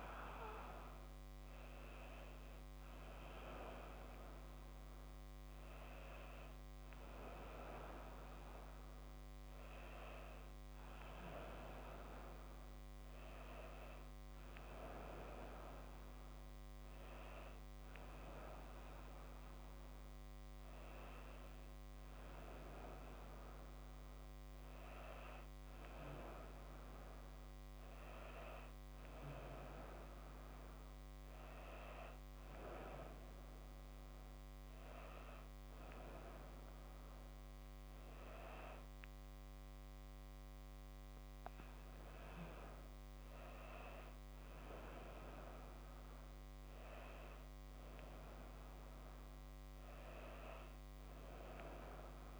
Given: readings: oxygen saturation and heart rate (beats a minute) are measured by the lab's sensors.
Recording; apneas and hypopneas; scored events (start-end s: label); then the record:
a person awake in a sleep study, by a microphone on the trachea; none
none scored
From the record:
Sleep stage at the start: awake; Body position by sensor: on the back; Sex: female